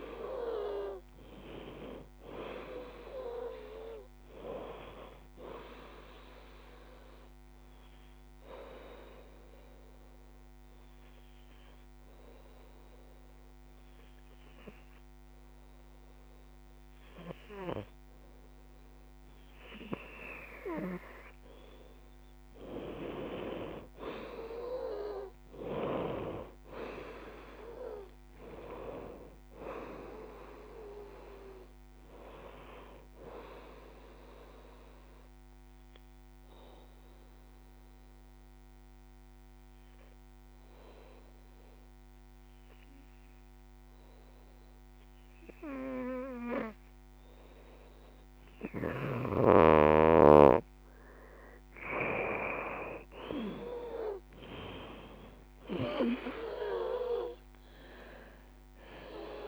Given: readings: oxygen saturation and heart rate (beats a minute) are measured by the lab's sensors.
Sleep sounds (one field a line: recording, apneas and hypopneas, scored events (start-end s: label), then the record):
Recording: breathing in sleep by a microphone on the trachea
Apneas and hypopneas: 2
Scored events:
0.00-16.50 s: oxygen desaturation (device-marked, oxygen 85% lowest, heart rate 66 extreme)
7.50-20.00 s: obstructive apnea (oxygen 94% before, 84% lowest, heart rate 76 before, 66 extreme, up 16 after)
23.50-42.50 s: oxygen desaturation (device-marked, oxygen 94% before, 85% lowest, heart rate 75 before, 66 extreme)
24.50-35.50 s: drop in pulse transit time (device-marked, heart rate 75 before, 76 extreme)
25.50-29.00 s: arousal
35.00-49.50 s: obstructive apnea (oxygen 94% before, 84% lowest, heart rate 76 before, 67 extreme, up 14 after)
52.00-55.50 s: arousal
52.50-59.48 s: oxygen desaturation (device-marked, oxygen 95% before, 84% lowest, heart rate 72 before, 65 extreme)
54.50-59.48 s: drop in pulse transit time (device-marked, heart rate 71 before, 67 extreme)
From the record:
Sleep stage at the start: N2 (light sleep)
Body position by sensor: on the right side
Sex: female